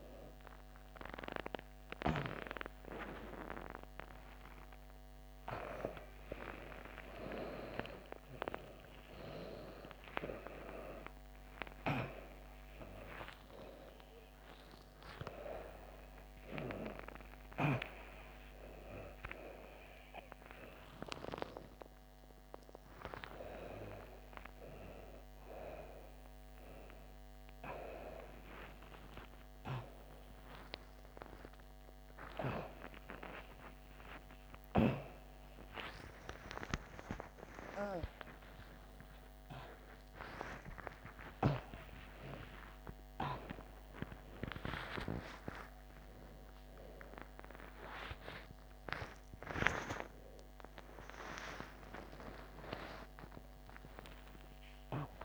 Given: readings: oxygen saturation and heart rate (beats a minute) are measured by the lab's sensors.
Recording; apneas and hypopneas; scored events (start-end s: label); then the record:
a person awake in a sleep study, by a microphone on the trachea; none
none scored
From the record:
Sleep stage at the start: awake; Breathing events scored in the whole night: 596 in 6.8 hours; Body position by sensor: upright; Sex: female